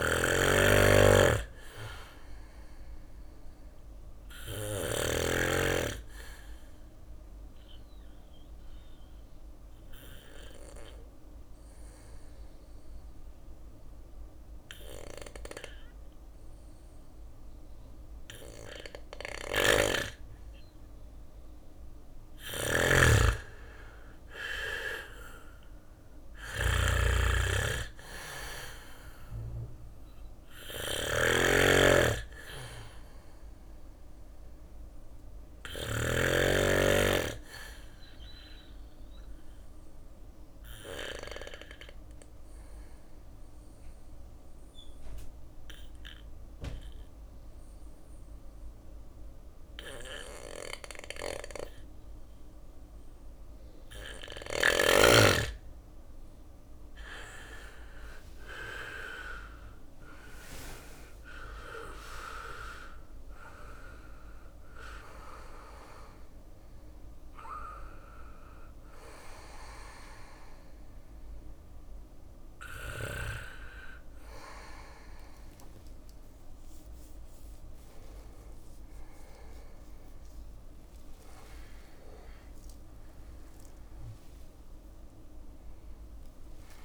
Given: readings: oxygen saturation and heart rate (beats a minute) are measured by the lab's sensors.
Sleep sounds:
breathing in sleep by a room microphone; 2
0.00-2.50 s: drop in pulse transit time (device-marked, heart rate 61 extreme)
0.00-4.00 s: snoring (device-marked)
0.00-13.50 s: oxygen desaturation (device-marked, oxygen 92% lowest, heart rate 58 extreme)
3.50-9.50 s: bradycardia (device-marked, heart rate 61 before, 58 extreme)
3.50-19.50 s: obstructive apnea (oxygen 98% before, 92% lowest, heart rate 61 before, 57 extreme, up 4 after)
18.50-35.00 s: snoring (device-marked)
21.50-25.50 s: arousal
27.50-43.50 s: oxygen desaturation (device-marked, oxygen 98% before, 94% lowest, heart rate 61 before, 57 extreme)
30.50-45.50 s: bradycardia (device-marked, heart rate 61 before, 57 extreme)
39.50-53.50 s: obstructive apnea (oxygen 99% before, 92% lowest, heart rate 61 before, 59 extreme, up 5 after)
51.50-86.85 s: new sleep stage, N1 (lightest sleep)
55.00-58.00 s: arousal
57.50-69.50 s: drop in pulse transit time (device-marked, heart rate 59 before, 61 extreme)
58.50-83.50 s: oxygen desaturation (device-marked, oxygen 98% before, 92% lowest, heart rate 59 before, 58 extreme)
67.50-72.50 s: bradycardia (device-marked, heart rate 61 before, 59 extreme)
83.00-85.00 s: long interval between heartbeats (device-marked, heart rate 63 before, 79 extreme)
83.50-86.85 s: arousal
From the record:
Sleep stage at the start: N2 (light sleep); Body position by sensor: on the back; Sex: male

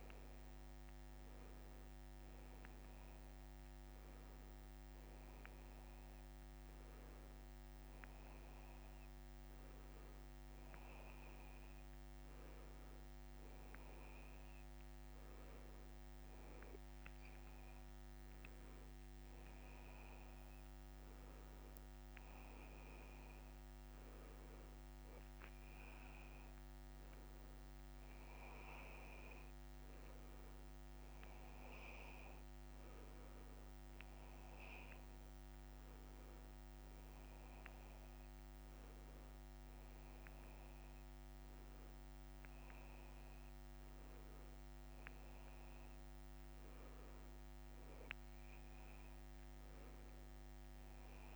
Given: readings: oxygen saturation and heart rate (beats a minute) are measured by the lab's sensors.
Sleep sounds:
breathing in sleep, hard to hear, by a microphone on the trachea; none
none scored
From the record:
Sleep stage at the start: N2 (light sleep); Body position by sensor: on the back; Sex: male

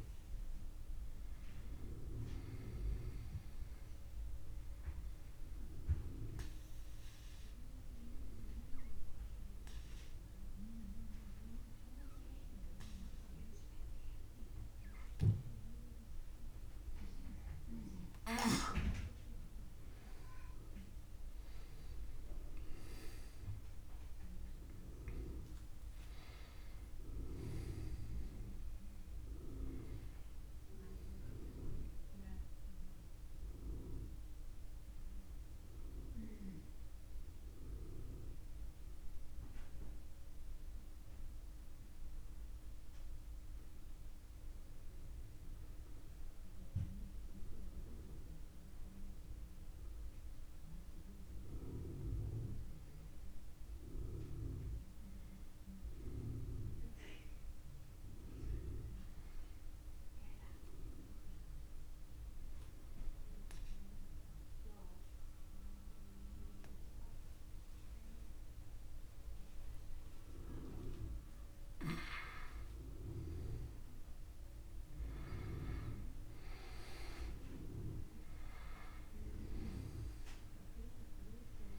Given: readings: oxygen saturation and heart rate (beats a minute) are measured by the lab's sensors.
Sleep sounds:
breathing in sleep by a room microphone; 2
4.00-19.00 s: obstructive apnea (oxygen 98% before, 92% lowest)
20.50-24.00 s: arousal
24.50-53.50 s: oxygen desaturation (device-marked, oxygen 97% before, 92% lowest)
54.00-57.50 s: arousal
59.00-71.50 s: obstructive apnea (oxygen 99% before, 93% lowest)
73.50-78.00 s: arousal
From the record:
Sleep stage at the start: N2 (light sleep); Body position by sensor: on the back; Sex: male

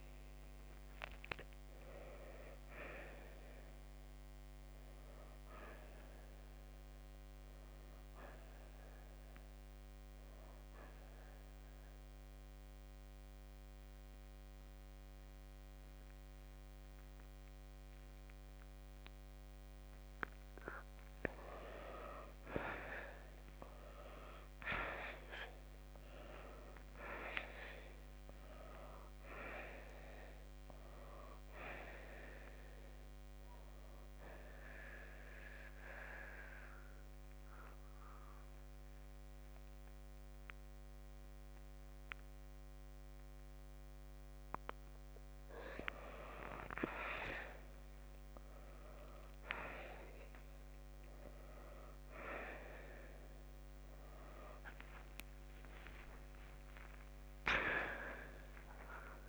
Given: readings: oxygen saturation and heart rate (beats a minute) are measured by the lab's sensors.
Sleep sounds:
breathing in sleep by a microphone on the trachea; 2
0.00-2.50 s: arousal
11.50-21.50 s: central apnea (oxygen 95% before, 85% lowest, heart rate 62 before, 53 extreme, up 6 after)
13.00-25.00 s: oxygen desaturation (device-marked, oxygen 95% before, 89% lowest, heart rate 63 before, 53 extreme)
23.50-27.50 s: arousal
33.00-54.00 s: oxygen desaturation (device-marked, oxygen 94% before, 85% lowest, heart rate 58 before, 55 extreme)
35.50-45.50 s: central apnea (oxygen 95% before, 85% lowest, heart rate 59 before, 55 extreme, up 11 after)
55.50-59.00 s: arousal
From the record:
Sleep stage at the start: N2 (light sleep); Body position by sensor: on the right side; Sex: male

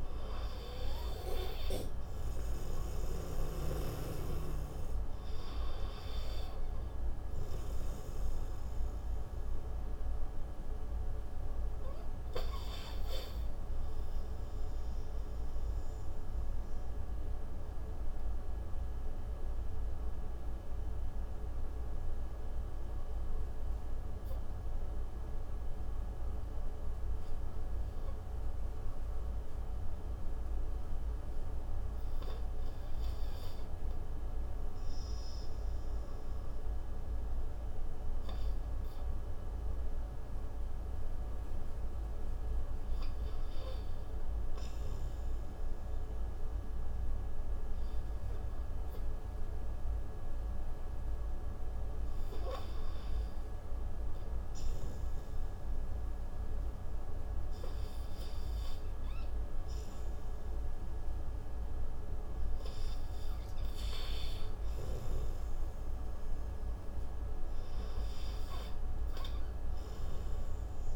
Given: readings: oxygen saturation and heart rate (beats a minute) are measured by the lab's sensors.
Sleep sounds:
breathing in sleep, hard to hear, by a room microphone; 1
0.00-11.00 s: oxygen desaturation (device-marked, oxygen 82% lowest)
15.00-61.00 s: obstructive apnea (oxygen 93% before, 76% lowest)
63.50-66.50 s: arousal
67.00-70.96 s: oxygen desaturation (device-marked, oxygen 93% before, 76% lowest)
From the record:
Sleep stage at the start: REM sleep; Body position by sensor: on the right side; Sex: male

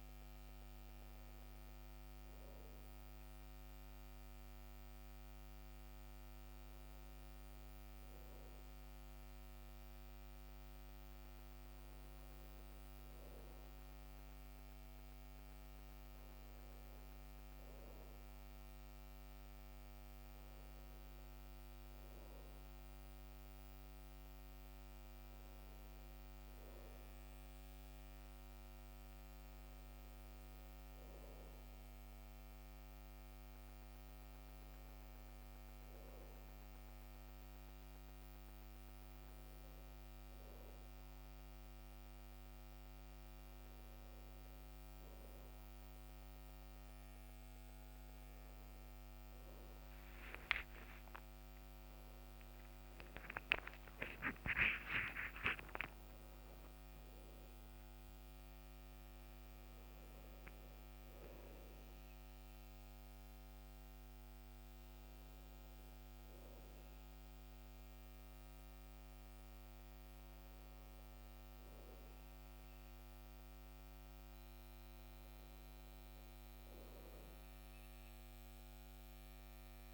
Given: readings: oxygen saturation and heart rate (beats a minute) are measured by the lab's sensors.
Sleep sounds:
breathing in sleep, hard to hear, by a microphone on the trachea; none
56.50-79.94 s: new sleep stage, N1 (lightest sleep)
From the record:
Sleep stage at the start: N2 (light sleep); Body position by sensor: on the back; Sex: male

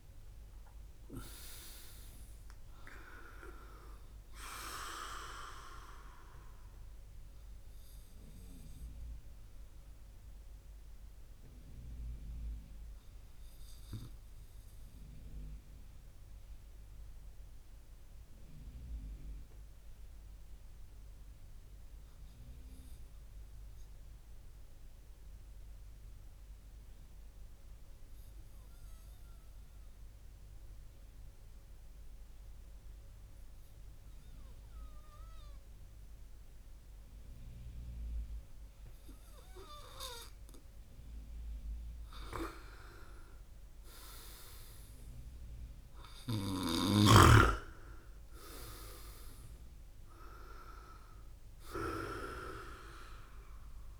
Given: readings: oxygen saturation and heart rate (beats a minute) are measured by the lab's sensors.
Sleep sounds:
breathing in sleep by a room microphone; 1
7.50-40.00 s: obstructive apnea (oxygen 99% before, 95% lowest)
42.50-45.50 s: arousal
46.00-53.99 s: snoring (device-marked)
From the record:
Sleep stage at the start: N2 (light sleep); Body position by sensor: on the right side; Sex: male

